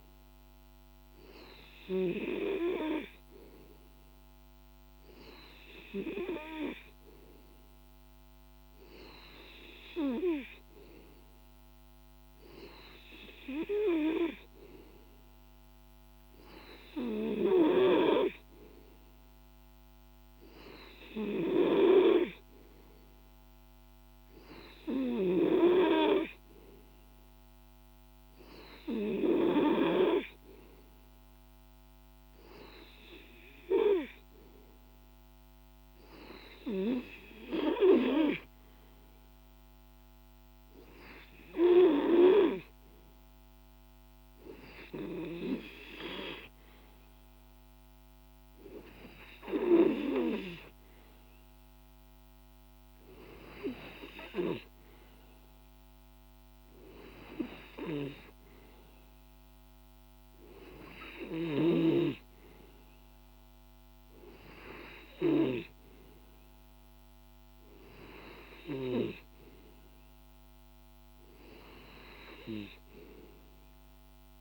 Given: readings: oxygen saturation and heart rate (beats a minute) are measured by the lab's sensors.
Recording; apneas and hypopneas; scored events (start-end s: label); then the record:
breathing in sleep by a microphone on the trachea; none
none scored
From the record:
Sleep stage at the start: N2 (light sleep); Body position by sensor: on the back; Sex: male